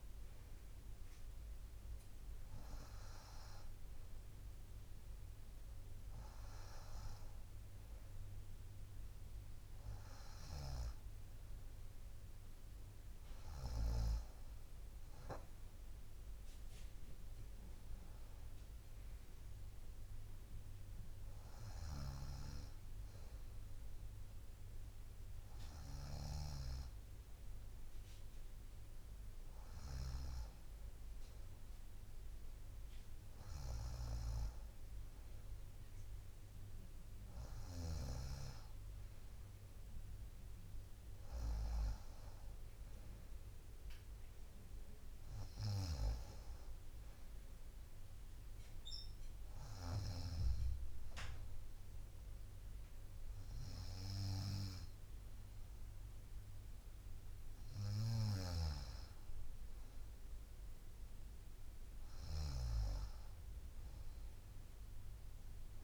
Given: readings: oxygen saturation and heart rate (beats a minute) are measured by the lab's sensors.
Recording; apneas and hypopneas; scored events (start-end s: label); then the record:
breathing in sleep by a room microphone; none
22.00-26.50 s: snoring (device-marked)
27.00-65.84 s: new sleep stage, N2 (light sleep)
38.00-42.00 s: snoring (device-marked)
58.50-65.84 s: snoring (device-marked)
From the record:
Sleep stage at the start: N1 (lightest sleep); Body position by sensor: on the right side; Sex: female